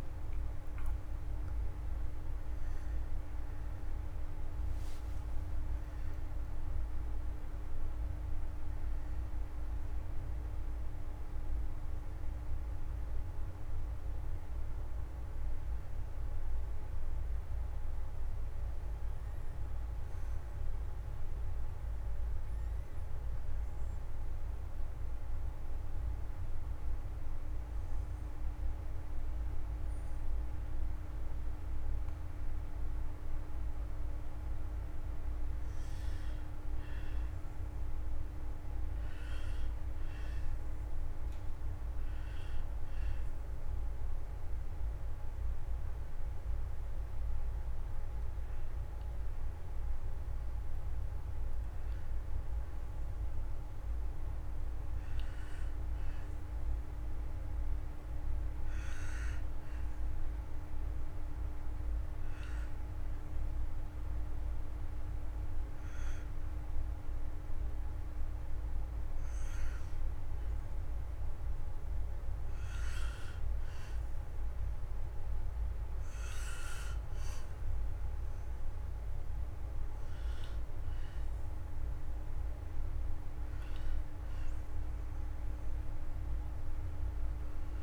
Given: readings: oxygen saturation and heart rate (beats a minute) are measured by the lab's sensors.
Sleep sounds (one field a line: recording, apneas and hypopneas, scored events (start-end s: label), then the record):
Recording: breathing in sleep, hard to hear, by a room microphone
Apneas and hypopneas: 2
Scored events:
1.00-9.00 s: oxygen desaturation (device-marked, oxygen 97% before, 92% lowest, heart rate 130 before, 85 extreme)
17.00-21.00 s: arousal
23.50-34.00 s: obstructive apnea (oxygen 97% before, 90% lowest, heart rate 121 before, 100 extreme, up 58 after)
35.00-38.00 s: arousal
35.00-87.83 s: new sleep stage, N2 (light sleep)
37.00-50.00 s: oxygen desaturation (device-marked, oxygen 96% before, 90% lowest, heart rate 127 before, 96 extreme)
58.00-69.00 s: hypopnea (oxygen 96% before, 84% lowest, heart rate 129 before, 100 extreme)
73.00-77.00 s: arousal
79.00-87.83 s: oxygen desaturation (device-marked, oxygen 95% before, 91% lowest, heart rate 124 before, 77 extreme)
From the record:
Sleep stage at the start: N1 (lightest sleep)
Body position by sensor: on the back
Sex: male